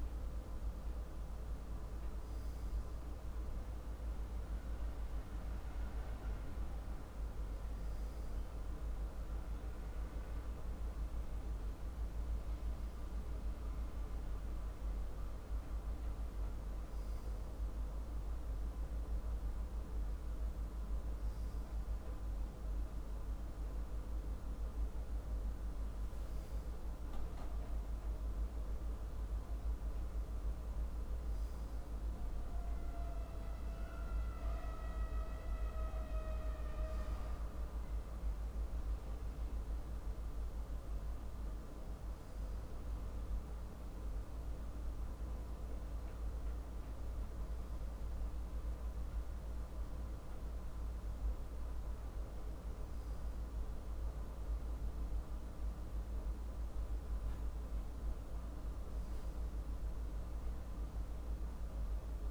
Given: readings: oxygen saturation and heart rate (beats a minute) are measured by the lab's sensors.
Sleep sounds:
breathing in sleep, hard to hear, by a room microphone; none
none scored
From the record:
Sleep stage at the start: N2 (light sleep); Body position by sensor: on the left side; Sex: male

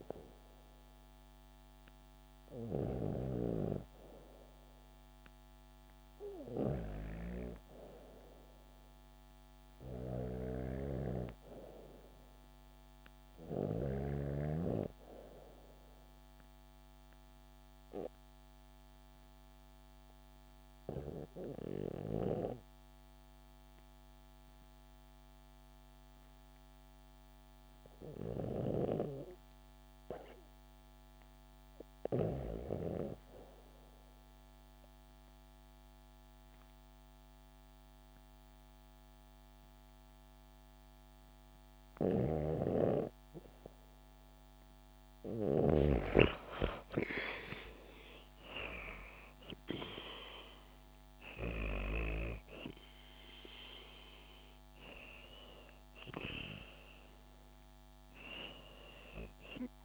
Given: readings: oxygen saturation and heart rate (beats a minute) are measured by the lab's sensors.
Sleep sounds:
breathing in sleep by a microphone on the trachea; 1
0.00-2.50 s: snoring (device-marked)
10.00-13.50 s: snoring (device-marked)
16.00-28.50 s: obstructive apnea (oxygen 95% before, 91% lowest, heart rate 73 before, 69 extreme, up 0 after)
32.00-36.00 s: arousal
37.50-59.85 s: oxygen desaturation (device-marked, oxygen 96% before, 91% lowest, heart rate 72 before, 65 extreme)
41.50-45.00 s: snoring (device-marked)
From the record:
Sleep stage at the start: REM sleep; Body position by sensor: on the back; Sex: female

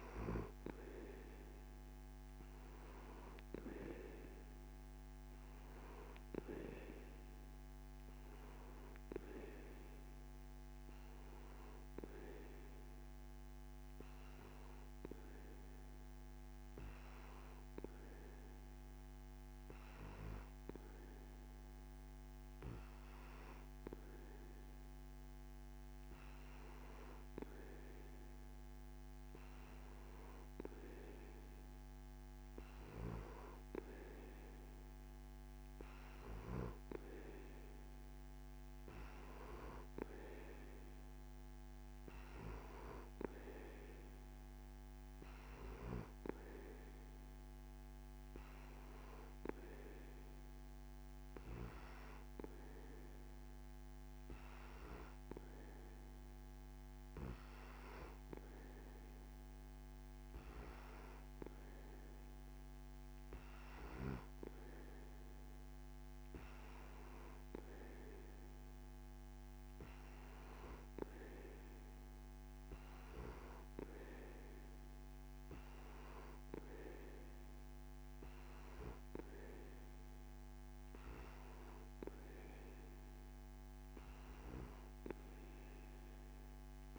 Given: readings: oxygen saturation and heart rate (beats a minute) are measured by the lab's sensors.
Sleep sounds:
breathing in sleep by a microphone on the trachea; none
none scored
From the record:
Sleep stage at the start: N2 (light sleep); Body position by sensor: on the back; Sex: male

